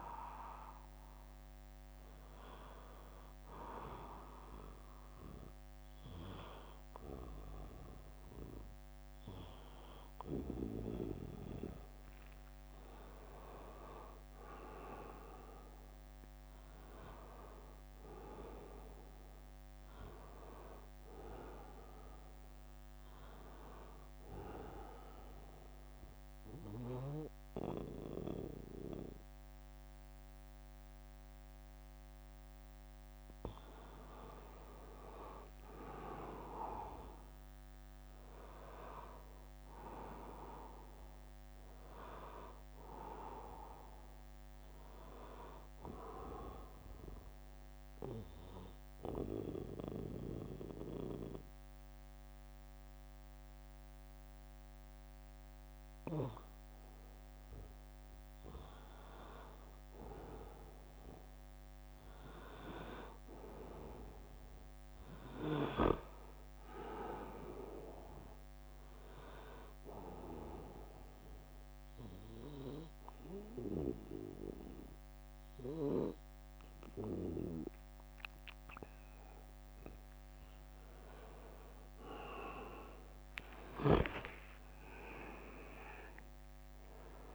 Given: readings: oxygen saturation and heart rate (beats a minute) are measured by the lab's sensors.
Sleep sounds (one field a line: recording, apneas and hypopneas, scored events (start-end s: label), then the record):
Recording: a person partly awake in a sleep study, by a microphone on the trachea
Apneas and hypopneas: 2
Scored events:
30.00-87.34 s: new sleep stage, N2 (light sleep)
30.50-32.50 s: long interval between heartbeats (device-marked, heart rate 65 before, 75 extreme)
47.00-55.00 s: oxygen desaturation (device-marked, oxygen 98% before, 94% lowest, heart rate 76 before, 69 extreme)
47.00-57.50 s: central apnea (oxygen 98% before, 93% lowest, heart rate 76 before, 68 extreme, up 13 after)
60.00-63.00 s: arousal
66.00-86.00 s: oxygen desaturation (device-marked, oxygen 98% before, 93% lowest, heart rate 78 before, 68 extreme)
71.00-81.00 s: obstructive apnea (oxygen 98% before, 93% lowest, heart rate 79 before, 68 extreme, up 14 after)
83.50-87.34 s: arousal
From the record:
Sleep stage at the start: awake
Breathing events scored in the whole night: 224 in 3.9 hours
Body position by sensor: on the back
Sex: male